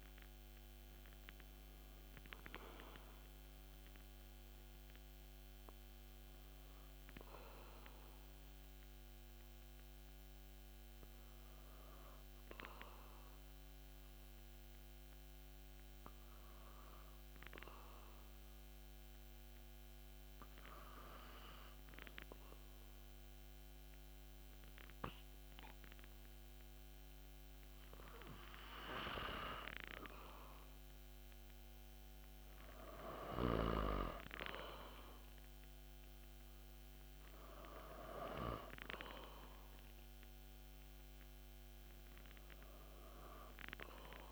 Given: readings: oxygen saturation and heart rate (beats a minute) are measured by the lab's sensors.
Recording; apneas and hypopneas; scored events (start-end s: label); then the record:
breathing in sleep by a microphone on the trachea; 1
9.50-27.00 s: hypopnea (oxygen 95% before, 93% lowest)
30.00-34.00 s: arousal
From the record:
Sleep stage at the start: N2 (light sleep); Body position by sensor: on the back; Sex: male